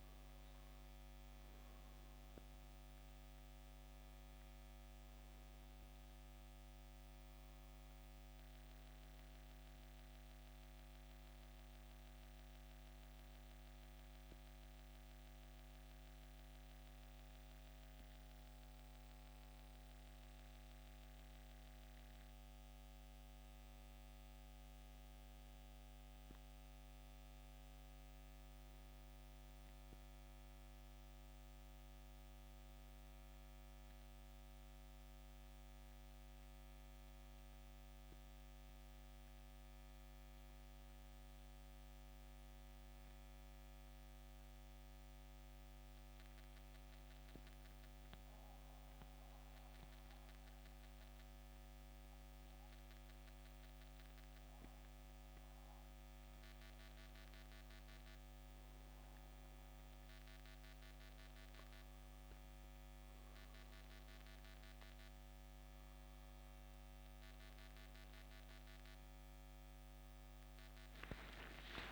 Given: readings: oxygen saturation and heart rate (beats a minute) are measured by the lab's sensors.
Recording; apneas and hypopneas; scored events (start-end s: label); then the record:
breathing in sleep, hard to hear, by a microphone on the trachea; 1
0.00-23.50 s: oxygen desaturation (device-marked, oxygen 83% lowest, heart rate 67 extreme)
0.50-30.50 s: new sleep stage, N1 (lightest sleep)
30.50-71.92 s: new sleep stage, N2 (light sleep)
39.00-43.50 s: arousal
46.00-56.00 s: central apnea (oxygen 98% before, 90% lowest, heart rate 72 before, 69 extreme, up 10 after)
46.50-71.92 s: oxygen desaturation (device-marked, oxygen 97% before, 90% lowest, heart rate 72 before, 64 extreme)
57.50-61.00 s: arousal
From the record:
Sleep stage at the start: N2 (light sleep); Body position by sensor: on the back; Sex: male